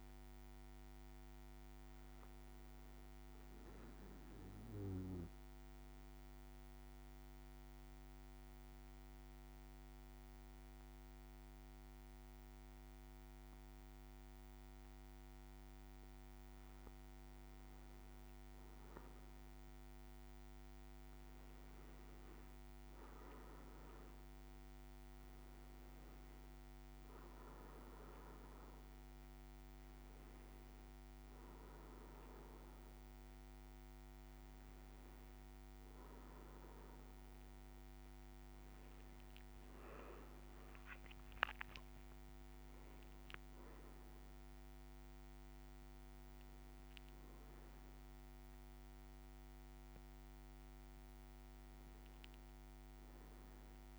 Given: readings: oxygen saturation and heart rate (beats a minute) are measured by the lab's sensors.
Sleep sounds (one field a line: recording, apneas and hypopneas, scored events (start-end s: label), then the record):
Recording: breathing in sleep, hard to hear, by a microphone on the trachea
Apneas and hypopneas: 1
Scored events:
3.50-16.00 s: central apnea (oxygen 99% before, 94% lowest, heart rate 57 before, 56 extreme, up 3 after)
4.00-20.00 s: oxygen desaturation (device-marked, oxygen 99% before, 95% lowest, heart rate 57 before, 56 extreme)
16.00-53.99 s: new sleep stage, N1 (lightest sleep)
17.00-22.00 s: arousal
41.00-43.50 s: leg movement (device-marked)
47.50-52.00 s: arousal
From the record:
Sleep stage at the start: N2 (light sleep)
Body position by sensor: on the back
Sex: male